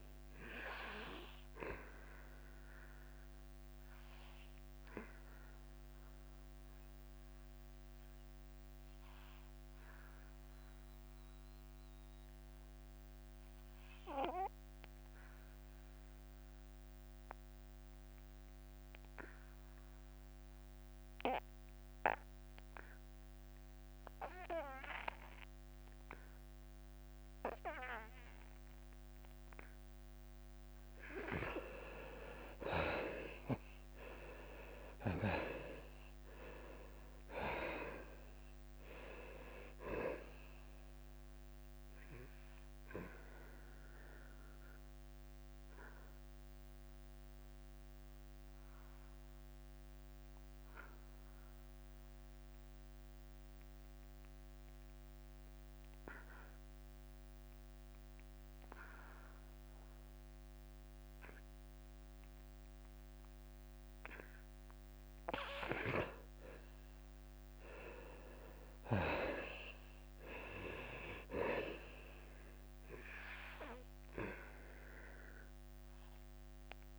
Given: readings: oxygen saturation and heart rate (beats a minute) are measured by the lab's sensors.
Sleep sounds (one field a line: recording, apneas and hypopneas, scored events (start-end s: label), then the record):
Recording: breathing in sleep by a microphone on the trachea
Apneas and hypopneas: 2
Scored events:
0.00-9.00 s: drop in pulse transit time (device-marked, heart rate 91 extreme)
0.00-23.00 s: oxygen desaturation (device-marked, oxygen 78% lowest, heart rate 87 extreme)
2.50-30.50 s: obstructive apnea (oxygen 98% before, 78% lowest, heart rate 90 before, 87 extreme, up 10 after)
33.50-37.00 s: arousal
34.00-47.00 s: drop in pulse transit time (device-marked, heart rate 89 before, 89 extreme)
37.00-42.00 s: oxygen desaturation (device-marked, oxygen 94% before, 89% lowest, heart rate 89 before, 89 extreme)
44.50-66.50 s: obstructive apnea (oxygen 96% before, 80% lowest, heart rate 91 before, 89 extreme, up 2 after)
54.00-60.00 s: oxygen desaturation (device-marked, oxygen 90% before, 80% lowest, heart rate 93 before, 89 extreme)
66.00-76.99 s: drop in pulse transit time (device-marked, heart rate 91 before, 89 extreme)
68.50-72.50 s: arousal
From the record:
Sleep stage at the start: N2 (light sleep)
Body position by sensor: on the back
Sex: male